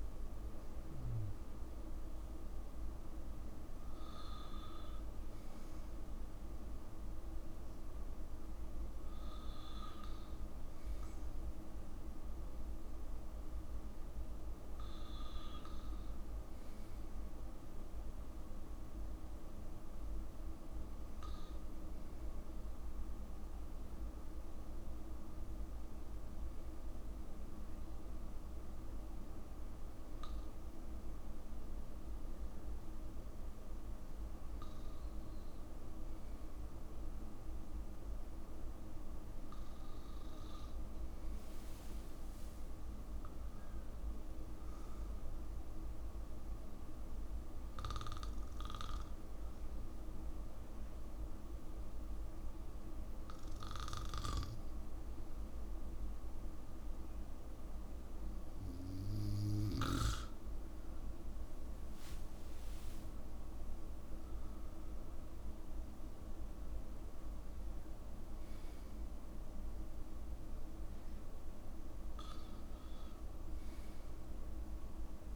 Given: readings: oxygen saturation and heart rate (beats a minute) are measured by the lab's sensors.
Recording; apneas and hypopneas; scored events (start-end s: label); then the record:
breathing in sleep, hard to hear, by a room microphone; 1
0.00-2.50 s: arousal
42.00-45.50 s: arousal
50.00-63.50 s: obstructive apnea (oxygen 95% before, 94% lowest, heart rate 65 before, 62 extreme, up 8 after)
64.50-67.50 s: arousal
From the record:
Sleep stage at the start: N2 (light sleep); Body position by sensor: on the back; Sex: male